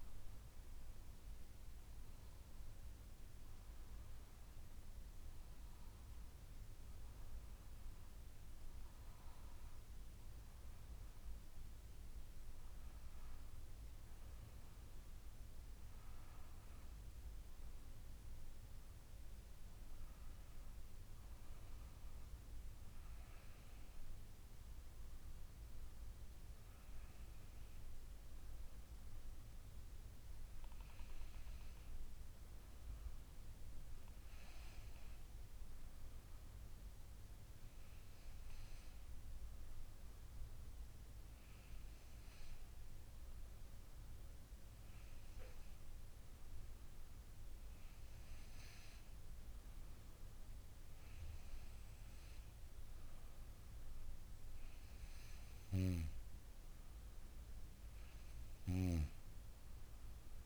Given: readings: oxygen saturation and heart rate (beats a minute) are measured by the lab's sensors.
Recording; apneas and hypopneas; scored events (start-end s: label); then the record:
breathing in sleep, hard to hear, by a room microphone; none
none scored
From the record:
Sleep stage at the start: N2 (light sleep); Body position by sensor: on the back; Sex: female